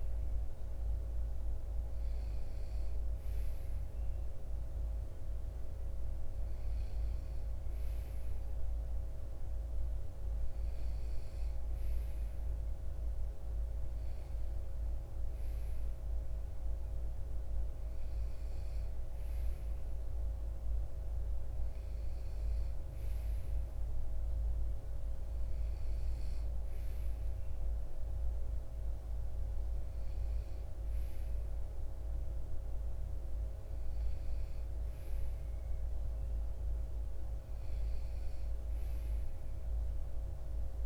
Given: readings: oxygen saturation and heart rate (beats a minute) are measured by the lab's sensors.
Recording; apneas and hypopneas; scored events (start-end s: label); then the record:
breathing in sleep, hard to hear, by a room microphone; none
none scored
From the record:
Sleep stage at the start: N2 (light sleep); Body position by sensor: on the right side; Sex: male